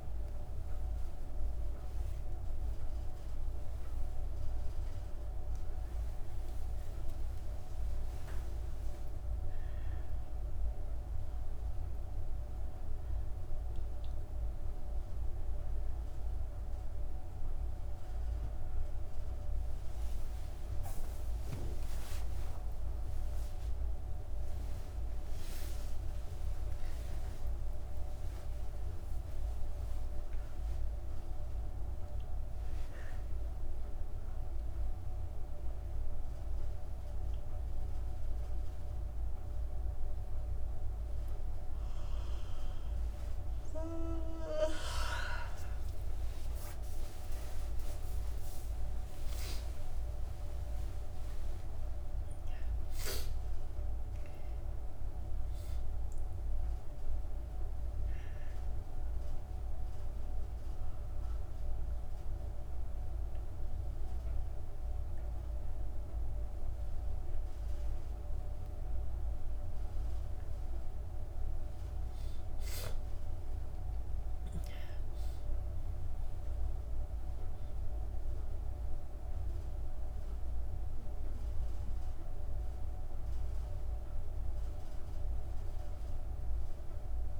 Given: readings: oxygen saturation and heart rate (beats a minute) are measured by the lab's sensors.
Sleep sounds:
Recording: a person awake in a sleep study, hard to hear, by a room microphone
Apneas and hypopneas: none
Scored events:
52.00-60.00 s: oxygen desaturation (device-marked, oxygen 98% before, 94% lowest, heart rate 96 before, 57 extreme)
61.00-87.40 s: new sleep stage, N1 (lightest sleep)
From the record:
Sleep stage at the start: awake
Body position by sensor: on the back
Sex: female

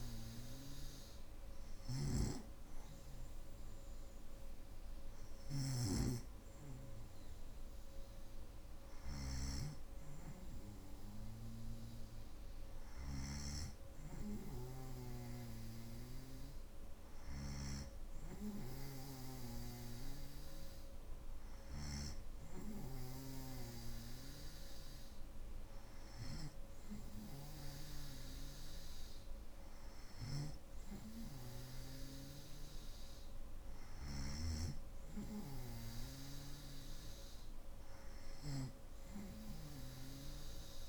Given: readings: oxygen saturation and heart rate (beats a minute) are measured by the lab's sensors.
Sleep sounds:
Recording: breathing in sleep by a room microphone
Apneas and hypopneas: none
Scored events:
0.00-5.00 s: snoring (device-marked)
From the record:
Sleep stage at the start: N3 (deep sleep)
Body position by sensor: on the back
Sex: male

